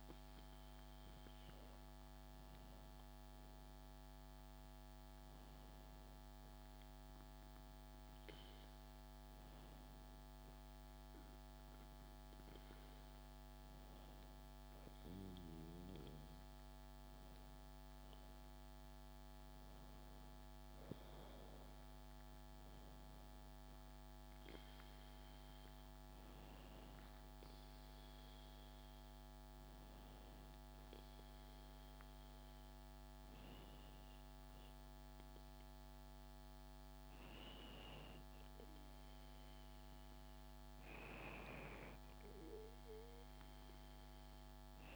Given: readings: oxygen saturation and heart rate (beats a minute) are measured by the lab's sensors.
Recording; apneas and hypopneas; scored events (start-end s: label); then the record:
breathing in sleep, hard to hear, by a microphone on the trachea; none
none scored
From the record:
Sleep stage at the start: N2 (light sleep); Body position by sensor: on the back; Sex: female